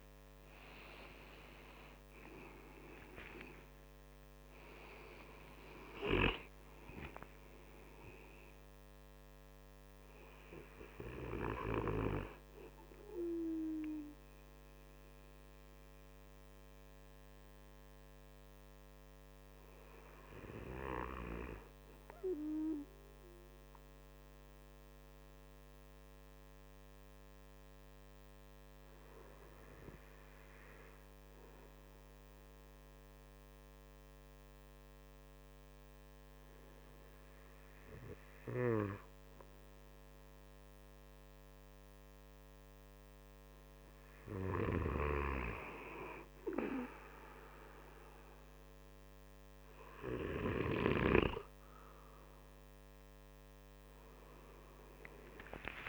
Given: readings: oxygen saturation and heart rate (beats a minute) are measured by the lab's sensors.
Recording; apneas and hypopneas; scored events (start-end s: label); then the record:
breathing in sleep by a microphone on the trachea; 1
0.00-3.00 s: arousal
0.00-20.50 s: oxygen desaturation (device-marked, oxygen 91% lowest, heart rate 61 extreme)
15.00-43.00 s: hypopnea (oxygen 97% before, 91% lowest, heart rate 63 before, 61 extreme)
From the record:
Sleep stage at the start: N2 (light sleep); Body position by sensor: on the right side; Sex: male